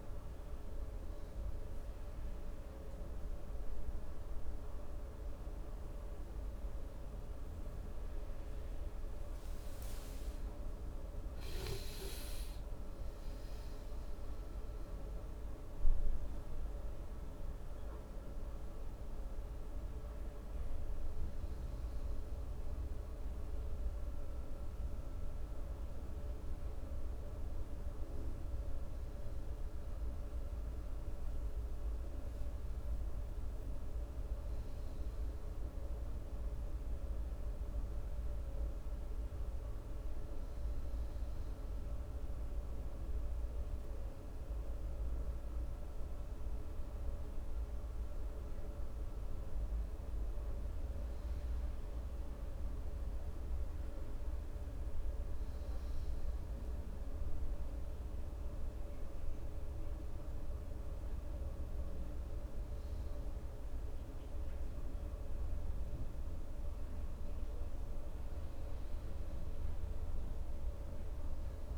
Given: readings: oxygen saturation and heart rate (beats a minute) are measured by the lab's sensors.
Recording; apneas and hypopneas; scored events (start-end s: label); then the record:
breathing in sleep, hard to hear, by a room microphone; 1
9.50-14.00 s: arousal
49.00-65.50 s: hypopnea (oxygen 97% before, 94% lowest, heart rate 67 before, 66 extreme, up 3 after)
From the record:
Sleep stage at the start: N2 (light sleep); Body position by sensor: on the right side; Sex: male